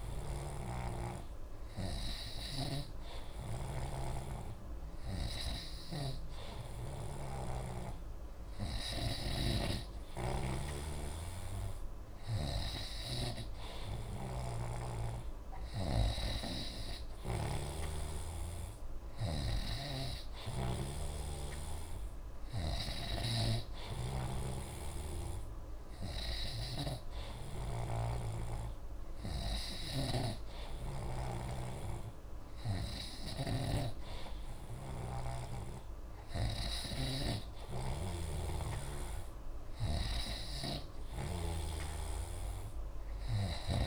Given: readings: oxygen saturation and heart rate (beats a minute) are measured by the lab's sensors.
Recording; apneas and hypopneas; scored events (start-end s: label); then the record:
breathing in sleep by a room microphone; none
0.00-19.50 s: snoring (device-marked)
26.50-43.87 s: snoring (device-marked)
From the record:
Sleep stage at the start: N2 (light sleep); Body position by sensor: on the right side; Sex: male